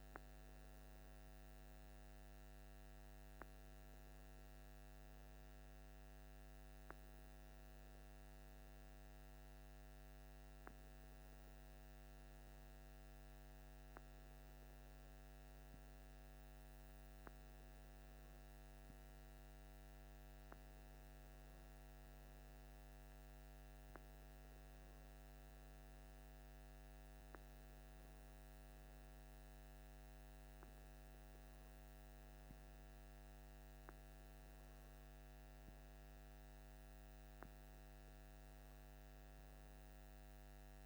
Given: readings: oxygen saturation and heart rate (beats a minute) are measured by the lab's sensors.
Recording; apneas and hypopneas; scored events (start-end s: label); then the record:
breathing in sleep, hard to hear, by a microphone on the trachea; none
none scored
From the record:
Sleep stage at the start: N2 (light sleep); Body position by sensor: on the left side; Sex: male